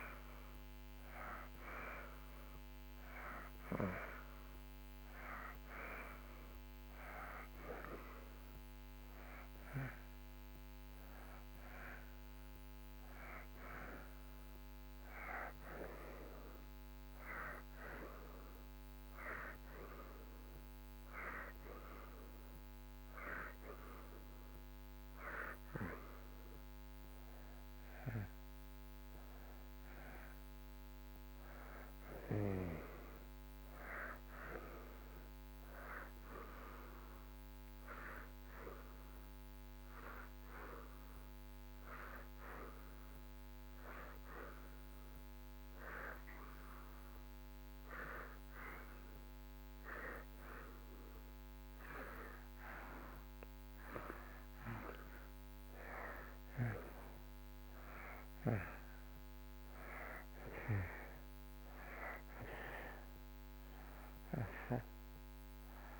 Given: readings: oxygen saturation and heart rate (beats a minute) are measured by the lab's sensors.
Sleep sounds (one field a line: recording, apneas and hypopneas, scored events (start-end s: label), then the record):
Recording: breathing in sleep by a microphone on the trachea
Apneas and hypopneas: 1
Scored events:
27.50-32.50 s: arousal
37.00-52.00 s: hypopnea (oxygen 91% before, 83% lowest)
53.50-58.00 s: arousal
64.00-66.00 s: oxygen desaturation (device-marked, oxygen 91% before, 86% lowest)
From the record:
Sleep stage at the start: N2 (light sleep)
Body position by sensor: on the back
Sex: male